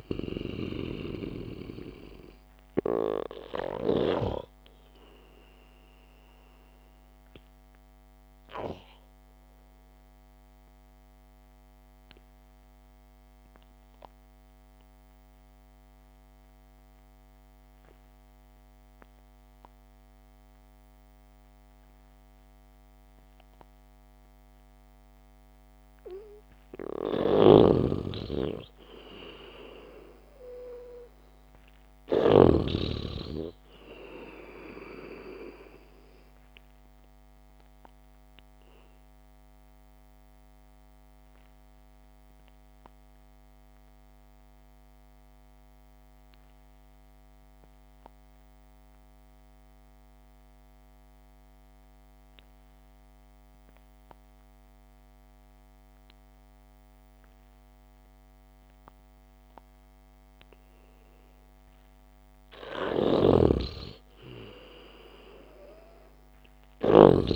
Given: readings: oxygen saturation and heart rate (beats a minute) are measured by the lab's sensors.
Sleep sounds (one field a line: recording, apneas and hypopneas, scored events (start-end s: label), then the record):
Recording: breathing in sleep by a microphone on the trachea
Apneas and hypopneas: 2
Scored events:
0.00-4.50 s: snoring (device-marked)
0.00-10.50 s: oxygen desaturation (device-marked, oxygen 93% lowest, heart rate 56 extreme)
7.50-26.00 s: obstructive apnea (oxygen 98% before, 91% lowest, heart rate 60 before, 53 extreme, up 0 after)
18.50-26.50 s: oxygen desaturation (device-marked, oxygen 94% before, 91% lowest, heart rate 61 before, 53 extreme)
27.50-33.00 s: snoring (device-marked)
28.50-32.00 s: arousal
36.50-44.50 s: oxygen desaturation (device-marked, oxygen 97% before, 93% lowest, heart rate 63 before, 56 extreme)
39.50-61.50 s: obstructive apnea (oxygen 97% before, 92% lowest, heart rate 61 before, 55 extreme, up 1 after)
63.00-66.50 s: arousal
63.50-67.36 s: snoring (device-marked)
From the record:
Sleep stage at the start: N2 (light sleep)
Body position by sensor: on the back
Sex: male